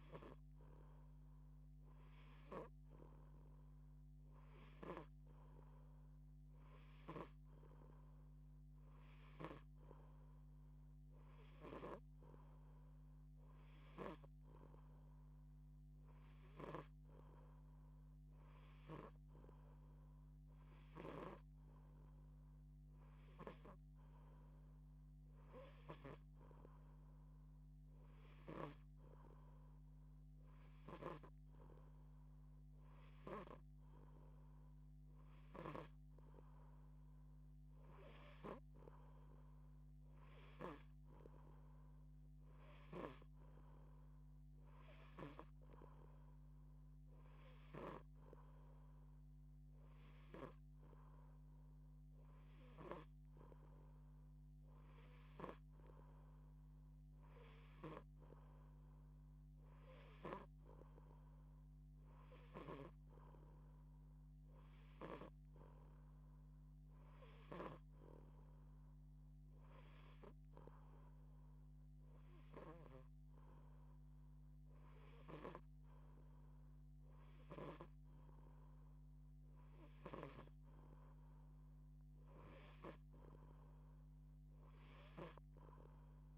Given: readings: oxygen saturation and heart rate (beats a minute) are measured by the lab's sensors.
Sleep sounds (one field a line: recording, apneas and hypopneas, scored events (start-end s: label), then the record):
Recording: breathing in sleep by a microphone on the trachea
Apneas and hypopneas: none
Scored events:
0.00-4.50 s: snoring (device-marked)
6.50-25.50 s: snoring (device-marked)
35.00-45.00 s: snoring (device-marked)
62.00-72.50 s: snoring (device-marked)
79.50-85.00 s: snoring (device-marked)
From the record:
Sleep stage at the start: N2 (light sleep)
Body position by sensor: on the back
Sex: female